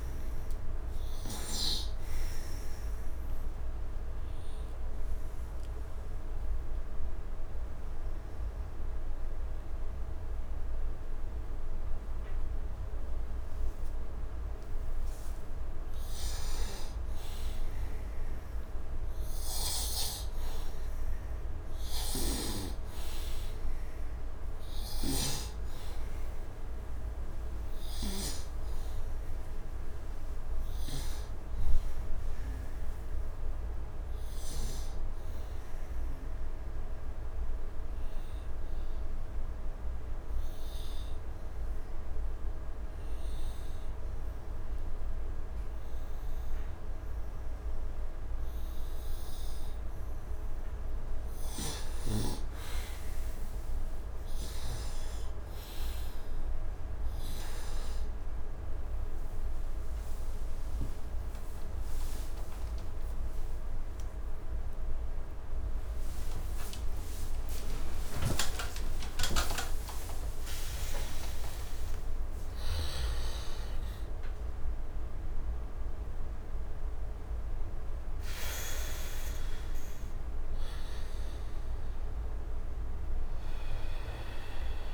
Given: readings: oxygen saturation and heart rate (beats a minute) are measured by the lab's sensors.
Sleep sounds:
a person partly awake in a sleep study, by a room microphone; 2
3.00-14.00 s: obstructive apnea (oxygen 99% before, 88% lowest, heart rate 76 before, 74 extreme, up 4 after)
3.50-14.50 s: oxygen desaturation (device-marked, oxygen 99% before, 93% lowest, heart rate 75 before, 74 extreme)
16.50-20.00 s: arousal
16.50-32.50 s: oxygen desaturation (device-marked, oxygen 98% before, 89% lowest, heart rate 77 before, 76 extreme)
35.00-49.50 s: obstructive apnea (oxygen 98% before, 88% lowest, heart rate 78 before, 76 extreme, up 6 after)
50.50-69.50 s: oxygen desaturation (device-marked, oxygen 96% before, 88% lowest)
50.50-80.50 s: new sleep stage, awake
76.50-82.50 s: bradycardia (device-marked)
80.50-84.94 s: new sleep stage, N1 (lightest sleep)
From the record:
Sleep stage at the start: N2 (light sleep); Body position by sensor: on the right side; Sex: male

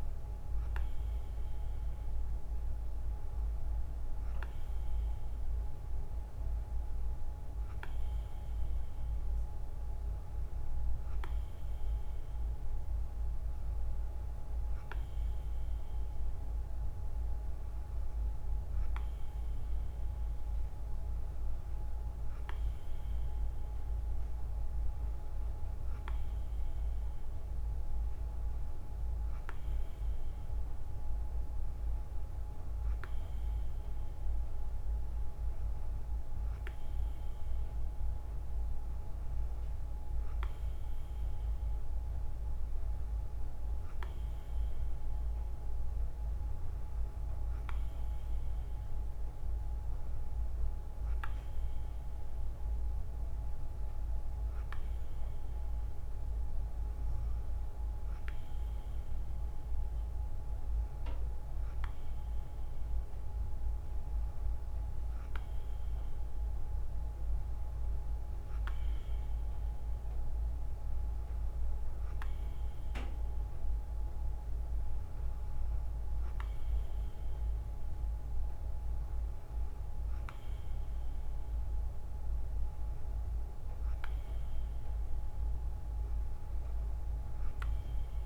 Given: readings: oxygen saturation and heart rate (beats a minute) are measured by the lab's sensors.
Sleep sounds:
breathing in sleep, hard to hear, by a room microphone; none
none scored
From the record:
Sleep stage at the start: N2 (light sleep); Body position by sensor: on the right side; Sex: female

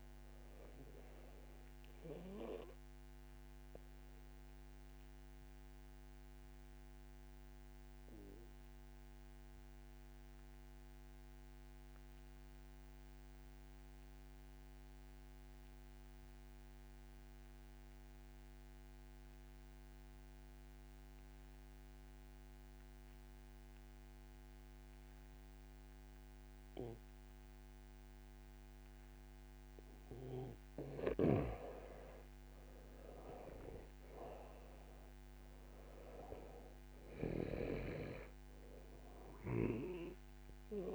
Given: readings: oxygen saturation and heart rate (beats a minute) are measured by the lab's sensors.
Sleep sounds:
breathing in sleep by a microphone on the trachea; 1
0.00-18.50 s: oxygen desaturation (device-marked, oxygen 92% lowest, heart rate 39 extreme)
0.50-28.50 s: obstructive apnea (oxygen 98% before, 88% lowest, heart rate 68 before, 39 extreme, up 2 after)
30.50-40.95 s: oxygen desaturation (device-marked, oxygen 95% before, 88% lowest, heart rate 60 before, 42 extreme)
31.50-34.00 s: arousal
From the record:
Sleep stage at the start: N2 (light sleep); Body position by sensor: on the back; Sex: male

